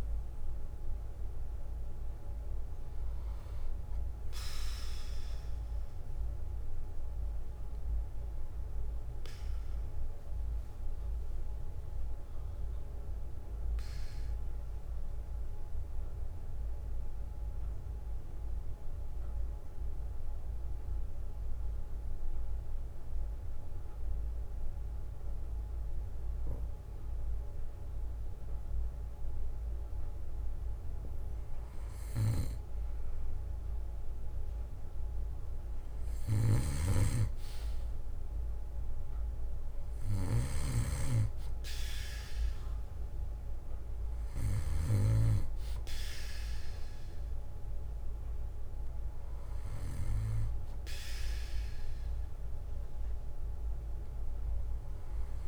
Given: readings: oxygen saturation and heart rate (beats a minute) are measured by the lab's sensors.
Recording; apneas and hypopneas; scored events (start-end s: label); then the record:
breathing in sleep by a room microphone; 1
6.50-8.50 s: bradycardia (device-marked, heart rate 60 before, 60 extreme)
14.50-31.50 s: mixed apnea (oxygen 96% before, 95% lowest, heart rate 64 before, 55 extreme, up 3 after)
15.50-33.50 s: bradycardia (device-marked, heart rate 60 before, 54 extreme)
34.00-38.00 s: arousal
50.50-52.50 s: bradycardia (device-marked, heart rate 60 before, 60 extreme)
From the record:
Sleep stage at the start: N2 (light sleep); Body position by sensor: on the back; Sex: male